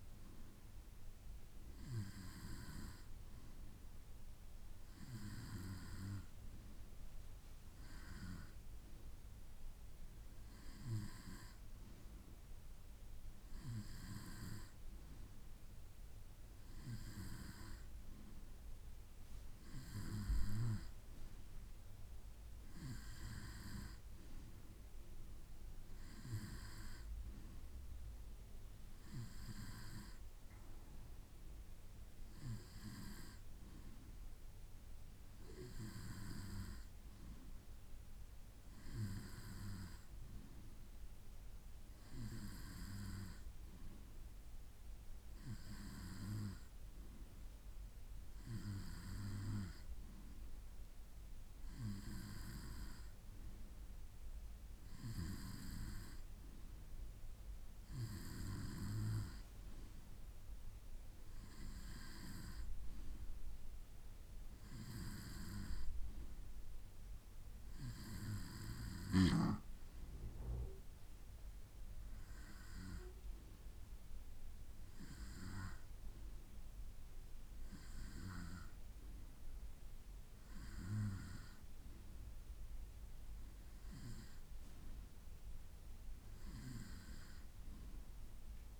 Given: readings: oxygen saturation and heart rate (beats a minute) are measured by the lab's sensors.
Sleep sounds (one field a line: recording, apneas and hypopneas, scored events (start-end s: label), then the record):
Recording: breathing in sleep by a room microphone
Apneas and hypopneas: none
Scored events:
none scored
From the record:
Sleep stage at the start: N2 (light sleep)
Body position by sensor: on the right side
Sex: male